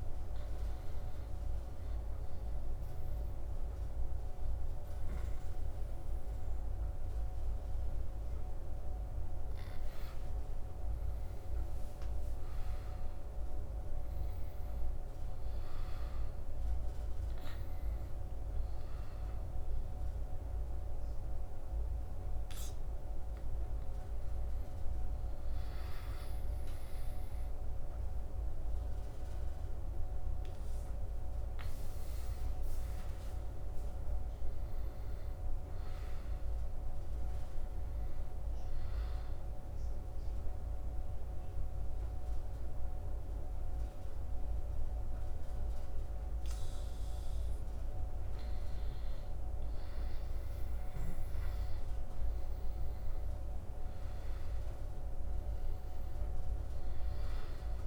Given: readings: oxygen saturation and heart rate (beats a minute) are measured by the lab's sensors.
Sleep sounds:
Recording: breathing in sleep, hard to hear, by a room microphone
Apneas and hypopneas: 3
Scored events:
0.00-3.00 s: oxygen desaturation (device-marked, oxygen 90% lowest, heart rate 76 extreme)
1.00-11.00 s: obstructive apnea (oxygen 95% before, 87% lowest, heart rate 79 before, 76 extreme, up 6 after)
5.00-14.00 s: oxygen desaturation (device-marked, oxygen 94% before, 91% lowest, heart rate 79 before, 78 extreme)
11.50-15.00 s: arousal
19.00-28.00 s: oxygen desaturation (device-marked, oxygen 94% before, 90% lowest, heart rate 80 before, 76 extreme)
19.50-30.00 s: hypopnea (oxygen 94% before, 87% lowest, heart rate 80 before, 76 extreme, up 3 after)
31.50-36.00 s: arousal
36.00-52.00 s: oxygen desaturation (device-marked, oxygen 95% before, 90% lowest, heart rate 80 before, 76 extreme)
38.50-49.00 s: obstructive apnea (oxygen 95% before, 87% lowest, heart rate 80 before, 76 extreme, up 4 after)
51.50-55.00 s: arousal
54.00-57.87 s: oxygen desaturation (device-marked, oxygen 95% before, 87% lowest, heart rate 79 before, 71 extreme)
From the record:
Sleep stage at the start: N2 (light sleep)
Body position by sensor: on the back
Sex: male

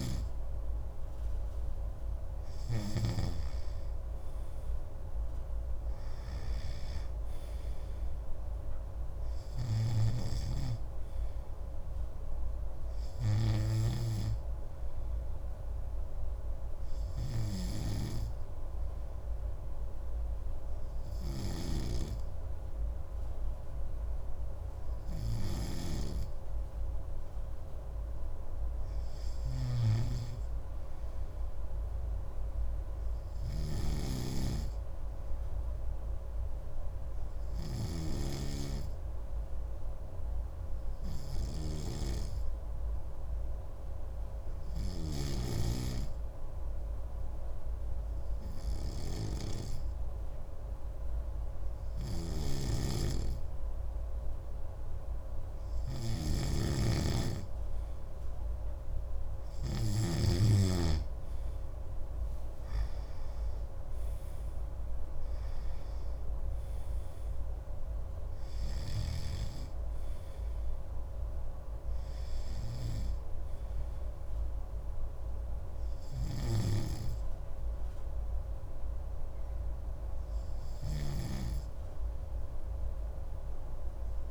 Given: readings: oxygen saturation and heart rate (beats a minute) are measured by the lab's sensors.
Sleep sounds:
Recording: breathing in sleep by a room microphone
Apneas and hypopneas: 1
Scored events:
0.00-60.50 s: snoring (device-marked)
32.50-36.00 s: arousal
40.00-55.00 s: hypopnea (oxygen 96% before, 94% lowest, heart rate 145 before, 81 extreme, up 33 after)
57.50-61.50 s: arousal
69.00-84.31 s: snoring (device-marked)
From the record:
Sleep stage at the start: N2 (light sleep)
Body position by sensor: on the right side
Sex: male

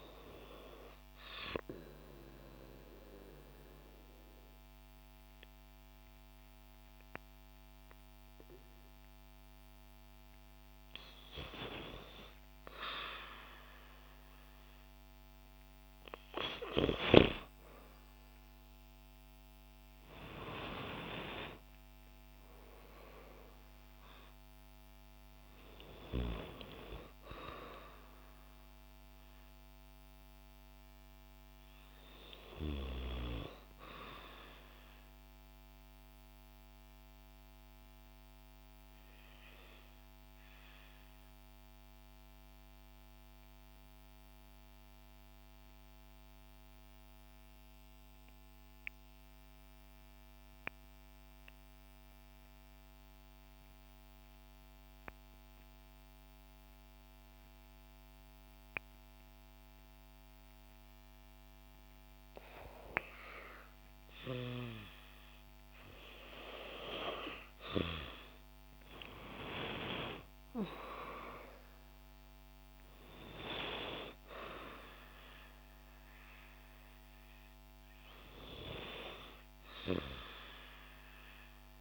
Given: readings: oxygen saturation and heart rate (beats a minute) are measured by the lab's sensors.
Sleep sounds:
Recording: breathing in sleep by a microphone on the trachea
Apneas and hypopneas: 2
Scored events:
0.50-11.00 s: obstructive apnea (oxygen 97% before, 87% lowest, heart rate 63 before, 53 extreme, up 0 after)
16.50-20.50 s: arousal
39.50-62.00 s: obstructive apnea (oxygen 96% before, 84% lowest, heart rate 58 before, 55 extreme, up 5 after)
53.00-81.81 s: oxygen desaturation (device-marked, oxygen 97% before, 84% lowest, heart rate 55 before, 55 extreme)
65.00-70.00 s: arousal
From the record:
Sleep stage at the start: REM sleep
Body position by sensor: on the back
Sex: female

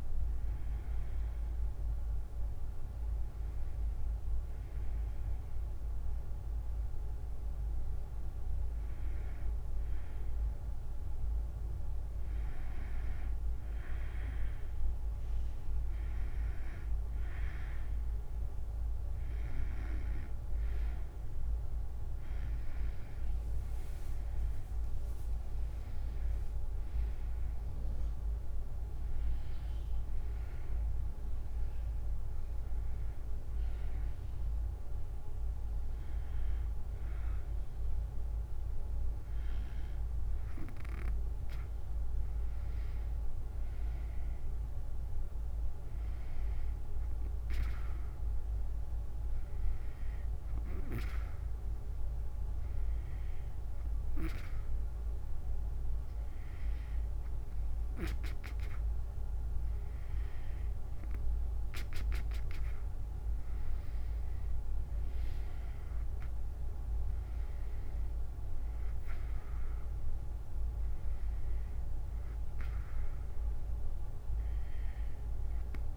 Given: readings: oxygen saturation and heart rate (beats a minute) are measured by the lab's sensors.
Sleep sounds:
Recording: breathing in sleep, hard to hear, by a room microphone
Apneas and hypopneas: none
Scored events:
22.00-34.00 s: drop in pulse transit time (device-marked, heart rate 76 before, 74 extreme)
From the record:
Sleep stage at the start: N2 (light sleep)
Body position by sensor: on the back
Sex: female

